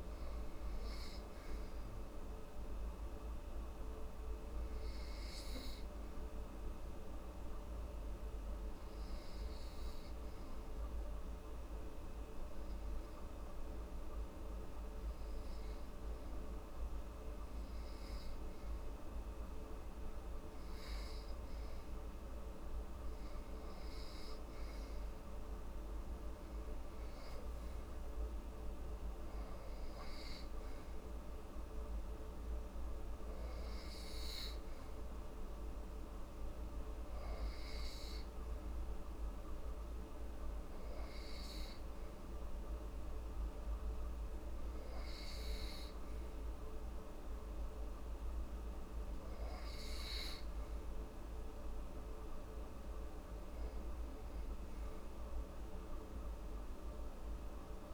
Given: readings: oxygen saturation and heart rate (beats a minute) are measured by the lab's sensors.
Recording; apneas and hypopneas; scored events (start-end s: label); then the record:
breathing in sleep, hard to hear, by a room microphone; 1
5.50-20.00 s: obstructive apnea (oxygen 94% before, 90% lowest)
23.50-26.50 s: arousal
From the record:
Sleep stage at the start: REM sleep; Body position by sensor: on the back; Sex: female